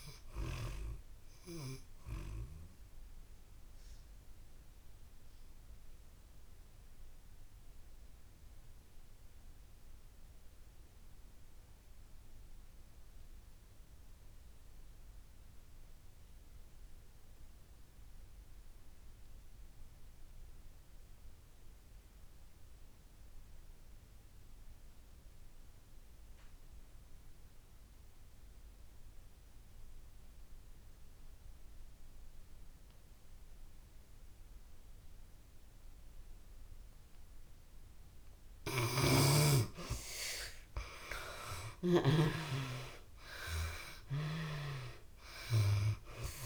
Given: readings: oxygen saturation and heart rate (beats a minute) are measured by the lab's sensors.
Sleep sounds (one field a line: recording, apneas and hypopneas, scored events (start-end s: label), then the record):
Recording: breathing in sleep by a room microphone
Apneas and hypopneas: 1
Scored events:
0.00-24.50 s: oxygen desaturation (device-marked, oxygen 69% lowest)
2.50-38.00 s: obstructive apnea (oxygen 96% before, 63% lowest)
26.50-46.46 s: oxygen desaturation (device-marked, oxygen 95% before, 63% lowest)
40.00-43.50 s: arousal
From the record:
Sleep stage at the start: N2 (light sleep)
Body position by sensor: on the back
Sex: female